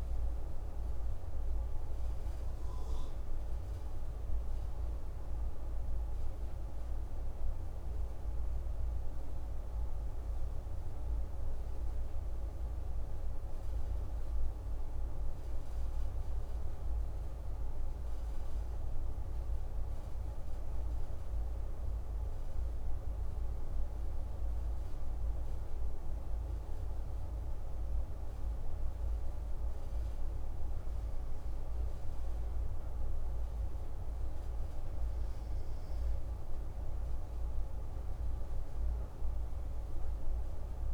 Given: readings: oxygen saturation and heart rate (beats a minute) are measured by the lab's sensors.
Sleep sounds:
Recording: breathing in sleep, hard to hear, by a room microphone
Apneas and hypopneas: 1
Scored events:
17.00-28.50 s: obstructive apnea (oxygen 96% before, 94% lowest, heart rate 157 before, 144 extreme)
32.50-37.50 s: arousal
From the record:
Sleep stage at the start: N1 (lightest sleep)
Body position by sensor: on the back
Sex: male

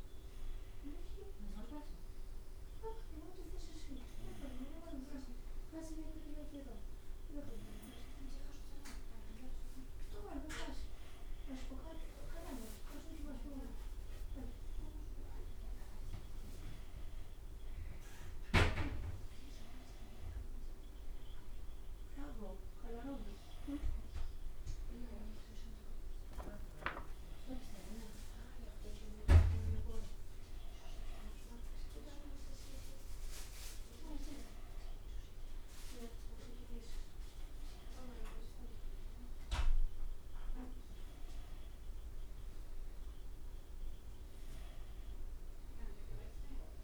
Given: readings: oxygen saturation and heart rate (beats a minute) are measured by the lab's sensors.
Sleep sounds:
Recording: a person awake in a sleep study, by a room microphone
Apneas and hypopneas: none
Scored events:
15.00-28.00 s: drop in pulse transit time (device-marked, heart rate 69 before, 71 extreme)
From the record:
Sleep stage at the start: awake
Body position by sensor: on the back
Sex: male

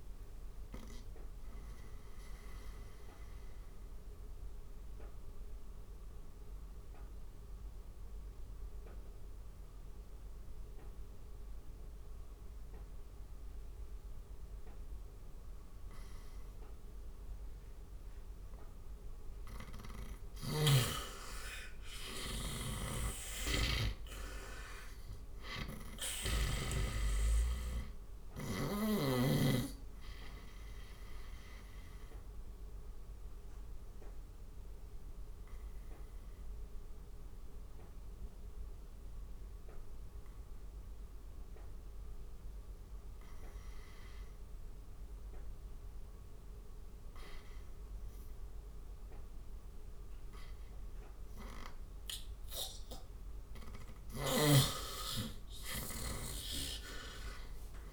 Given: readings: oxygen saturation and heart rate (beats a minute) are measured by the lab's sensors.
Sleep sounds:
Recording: breathing in sleep by a room microphone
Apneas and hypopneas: 2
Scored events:
1.00-19.00 s: obstructive apnea (oxygen 97% before, 85% lowest, heart rate 75 before, 68 extreme, up 10 after)
18.50-25.50 s: oxygen desaturation (device-marked, oxygen 95% before, 92% lowest, heart rate 74 before, 68 extreme)
21.50-26.00 s: arousal
22.00-26.00 s: snoring (device-marked)
31.00-52.00 s: obstructive apnea (oxygen 98% before, 84% lowest, heart rate 74 before, 68 extreme, up 15 after)
37.50-54.50 s: oxygen desaturation (device-marked, oxygen 98% before, 85% lowest, heart rate 75 before, 69 extreme)
53.50-57.93 s: snoring (device-marked)
54.50-57.93 s: arousal
56.50-57.93 s: oxygen desaturation (device-marked, oxygen 96% before, 90% lowest, heart rate 70 before, 69 extreme)
From the record:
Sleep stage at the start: N2 (light sleep)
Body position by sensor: on the right side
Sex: male

